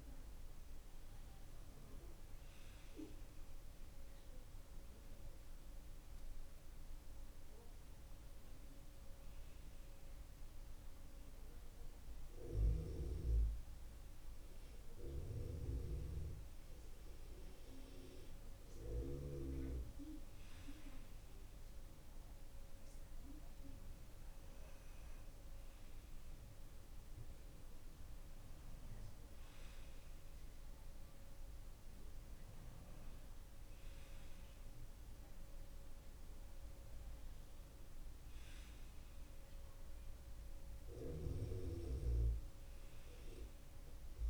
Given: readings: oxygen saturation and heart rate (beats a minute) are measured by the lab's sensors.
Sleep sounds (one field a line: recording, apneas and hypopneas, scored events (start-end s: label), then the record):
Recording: breathing in sleep by a room microphone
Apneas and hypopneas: 1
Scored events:
6.50-18.00 s: hypopnea (oxygen 96% before, 94% lowest, heart rate 69 before, 57 extreme, up 2 after)
21.00-25.00 s: arousal
From the record:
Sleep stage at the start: N2 (light sleep)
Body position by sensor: on the left side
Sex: male